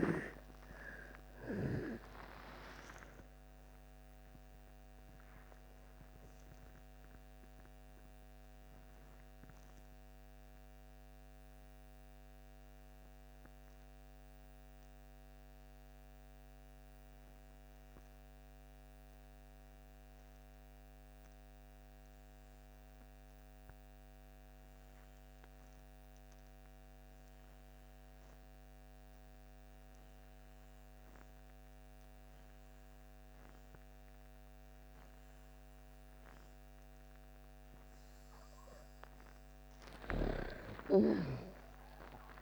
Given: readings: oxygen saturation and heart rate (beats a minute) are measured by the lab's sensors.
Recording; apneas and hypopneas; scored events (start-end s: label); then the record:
breathing in sleep by a microphone on the trachea; 1
0.00-1.50 s: arousal
0.00-24.00 s: oxygen desaturation (device-marked, oxygen 77% lowest)
7.50-38.00 s: obstructive apnea (oxygen 99% before, 77% lowest)
26.00-42.42 s: oxygen desaturation (device-marked, oxygen 99% before, 79% lowest)
40.50-42.42 s: arousal
From the record:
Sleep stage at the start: N2 (light sleep); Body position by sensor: on the back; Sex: female